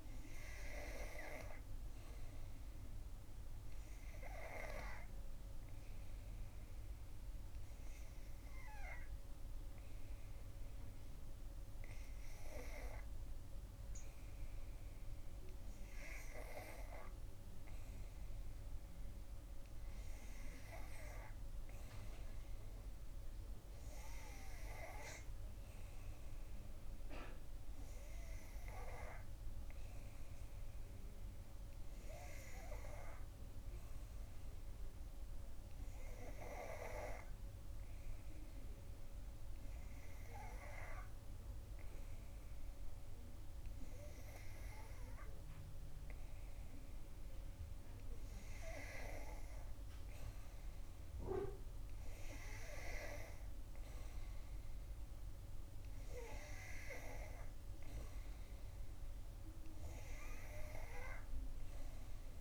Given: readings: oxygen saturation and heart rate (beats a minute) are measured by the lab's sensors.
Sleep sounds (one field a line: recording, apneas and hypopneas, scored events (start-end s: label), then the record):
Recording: breathing in sleep by a room microphone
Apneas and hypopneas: none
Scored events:
none scored
From the record:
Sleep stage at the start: N2 (light sleep)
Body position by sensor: on the back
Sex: female